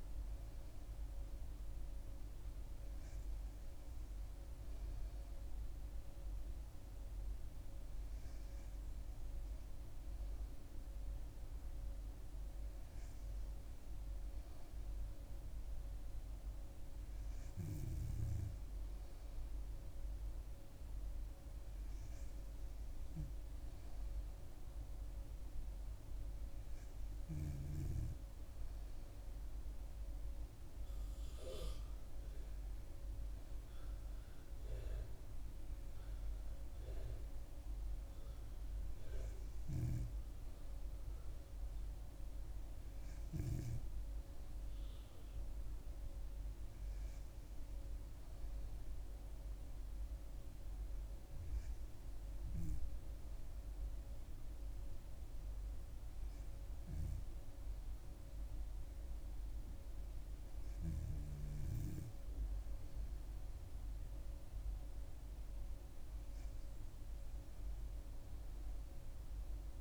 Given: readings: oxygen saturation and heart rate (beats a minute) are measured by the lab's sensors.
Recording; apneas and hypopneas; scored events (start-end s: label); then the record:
breathing in sleep by a room microphone; none
none scored
From the record:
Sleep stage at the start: N2 (light sleep); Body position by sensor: on the back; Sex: female